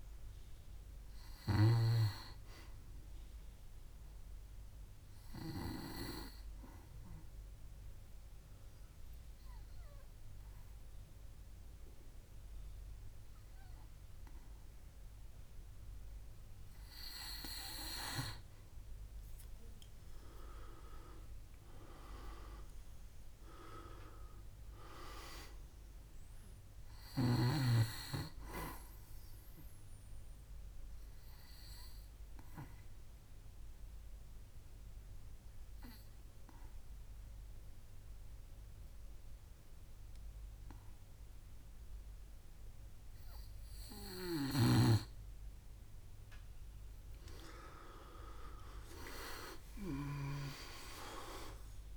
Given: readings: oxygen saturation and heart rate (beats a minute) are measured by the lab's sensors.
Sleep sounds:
breathing in sleep by a room microphone; 2
0.00-21.00 s: oxygen desaturation (device-marked, oxygen 90% lowest, heart rate 60 extreme)
5.50-17.50 s: obstructive apnea (oxygen 98% before, 90% lowest, heart rate 69 before, 60 extreme, up 9 after)
19.00-24.00 s: arousal
30.50-45.00 s: mixed apnea (oxygen 98% before, 92% lowest, heart rate 67 before, 56 extreme, up 10 after)
44.50-50.50 s: snoring (device-marked)
49.50-51.97 s: arousal
From the record:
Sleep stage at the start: N2 (light sleep); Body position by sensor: on the back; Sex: male

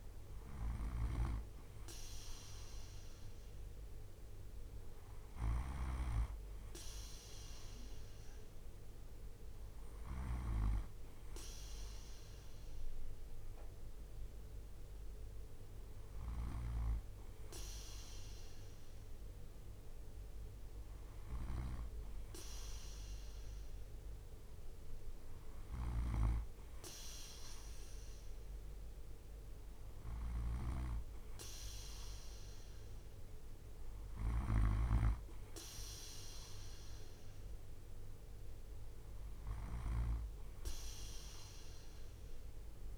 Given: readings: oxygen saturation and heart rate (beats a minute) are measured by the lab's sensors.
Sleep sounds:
breathing in sleep by a room microphone; none
0.00-10.00 s: snoring (device-marked)
20.50-25.50 s: snoring (device-marked)
33.50-42.98 s: snoring (device-marked)
From the record:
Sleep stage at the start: N2 (light sleep); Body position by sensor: on the right side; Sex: male

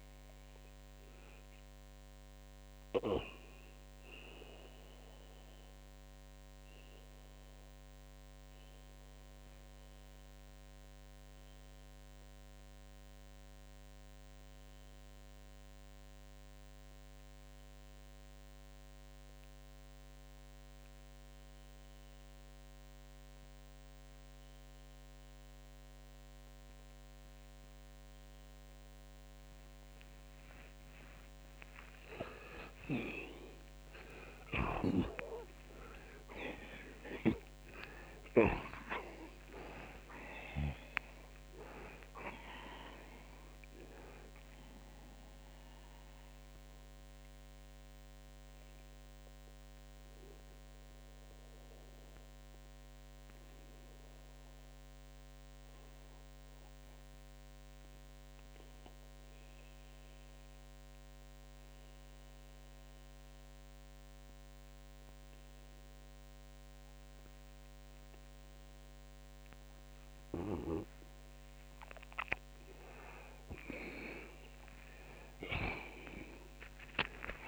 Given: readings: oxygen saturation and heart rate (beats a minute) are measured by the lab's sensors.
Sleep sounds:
breathing in sleep by a microphone on the trachea; 2
0.00-8.50 s: oxygen desaturation (device-marked, oxygen 88% lowest)
1.50-31.00 s: mixed apnea (oxygen 93% before, 79% lowest)
10.50-26.50 s: oxygen desaturation (device-marked, oxygen 88% before, 79% lowest)
32.00-36.50 s: arousal
39.50-77.48 s: oxygen desaturation (device-marked, oxygen 94% before, 79% lowest)
47.00-70.00 s: obstructive apnea (oxygen 94% before, 79% lowest)
72.00-76.00 s: arousal
From the record:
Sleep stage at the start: N2 (light sleep); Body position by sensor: on the back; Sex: male

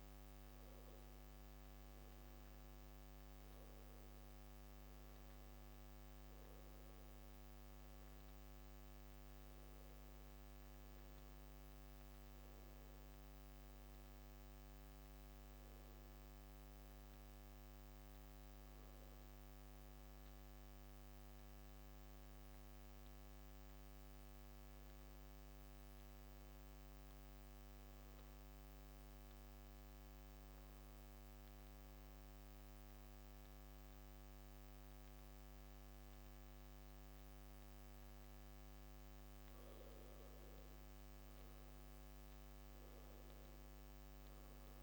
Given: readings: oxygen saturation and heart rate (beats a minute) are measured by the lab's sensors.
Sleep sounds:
breathing in sleep, hard to hear, by a microphone on the trachea; 1
2.50-14.50 s: oxygen desaturation (device-marked, oxygen 96% before, 92% lowest)
16.50-21.00 s: arousal
25.00-38.50 s: obstructive apnea (oxygen 95% before, 94% lowest)
40.50-44.83 s: arousal
From the record:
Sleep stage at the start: N2 (light sleep); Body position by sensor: on the back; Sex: male

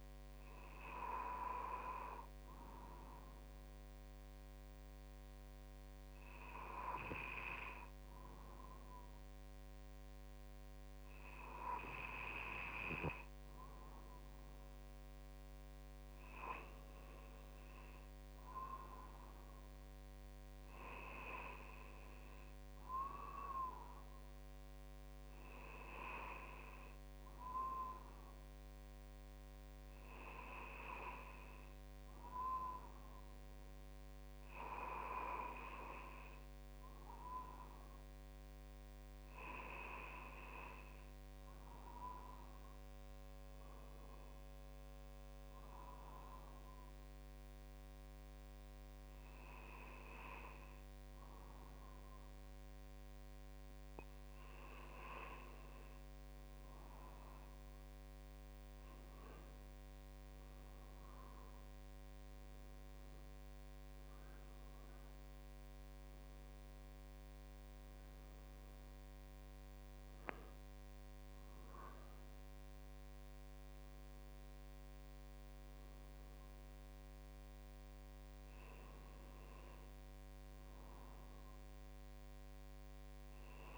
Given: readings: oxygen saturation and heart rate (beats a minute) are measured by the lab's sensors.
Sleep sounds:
breathing in sleep by a microphone on the trachea; none
63.50-67.50 s: arousal
From the record:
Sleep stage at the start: N2 (light sleep); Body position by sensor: on the right side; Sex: male

